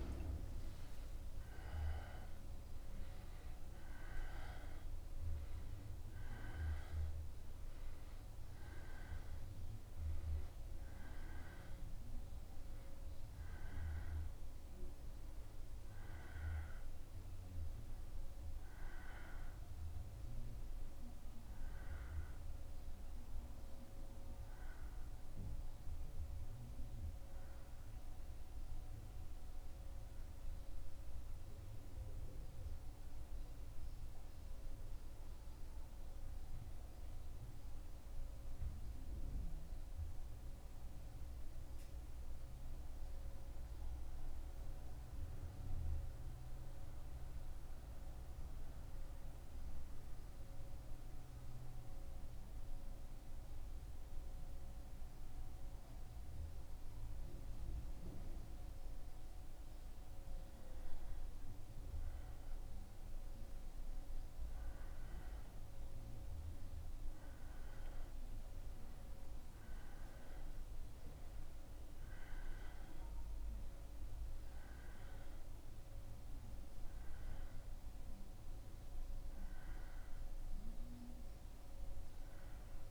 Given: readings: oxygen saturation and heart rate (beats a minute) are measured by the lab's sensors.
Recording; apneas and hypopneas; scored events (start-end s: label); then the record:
breathing in sleep, hard to hear, by a room microphone; 1
0.00-3.00 s: arousal
23.50-27.00 s: arousal
30.50-59.00 s: central apnea (oxygen 95% before, 94% lowest, heart rate 77 before, 75 extreme, up 1 after)
61.50-64.50 s: arousal
From the record:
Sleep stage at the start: N2 (light sleep); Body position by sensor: on the back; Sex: male